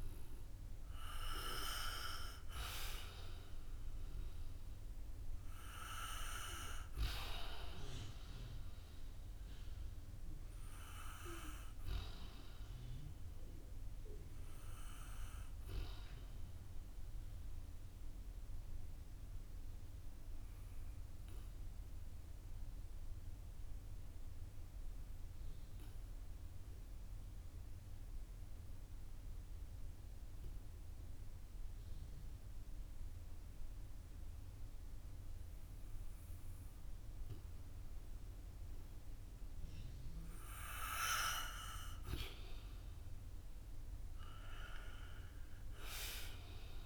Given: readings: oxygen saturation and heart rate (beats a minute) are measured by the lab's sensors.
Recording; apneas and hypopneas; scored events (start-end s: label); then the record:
breathing in sleep by a room microphone; 1
0.00-3.00 s: arousal
17.00-40.50 s: obstructive apnea (oxygen 96% before, 91% lowest, heart rate 57 before, 49 extreme, up 8 after)
18.00-27.00 s: oxygen desaturation (device-marked, oxygen 95% before, 91% lowest, heart rate 57 before, 49 extreme)
42.00-46.86 s: arousal
From the record:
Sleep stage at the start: N2 (light sleep); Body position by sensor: on the back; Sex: male